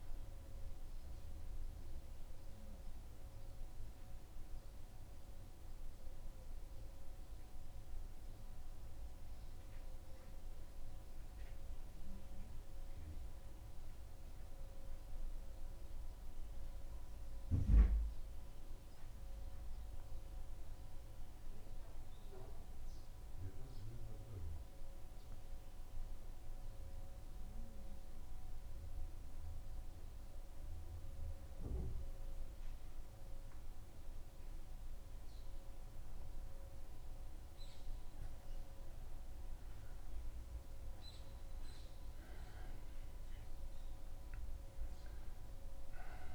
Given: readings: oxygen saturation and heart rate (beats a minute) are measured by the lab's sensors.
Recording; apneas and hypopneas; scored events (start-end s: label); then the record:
breathing in sleep, hard to hear, by a room microphone; 1
13.50-16.50 s: arousal
20.50-27.50 s: oxygen desaturation (device-marked, oxygen 95% before, 92% lowest, heart rate 75 before, 76 extreme)
20.50-38.00 s: mixed apnea (oxygen 95% before, 92% lowest, heart rate 75 before, 76 extreme, up 1 after)
40.00-43.50 s: arousal
From the record:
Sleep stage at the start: N1 (lightest sleep); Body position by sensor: on the back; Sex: male